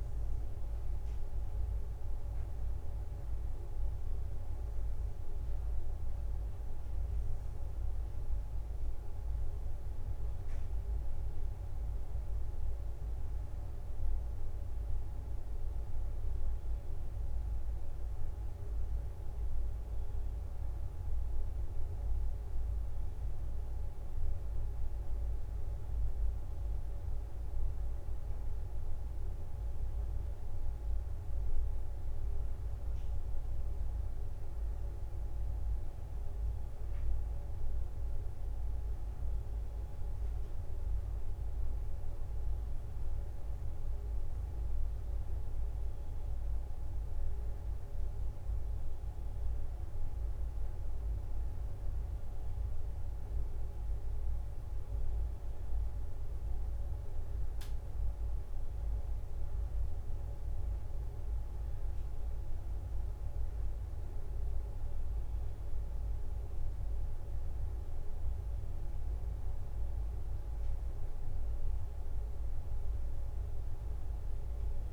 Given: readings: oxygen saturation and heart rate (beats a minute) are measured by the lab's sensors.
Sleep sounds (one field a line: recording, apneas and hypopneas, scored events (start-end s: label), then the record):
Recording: breathing in sleep, hard to hear, by a room microphone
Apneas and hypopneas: none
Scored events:
64.00-71.50 s: leg movement (device-marked)
From the record:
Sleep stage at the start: N2 (light sleep)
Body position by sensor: on the back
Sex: female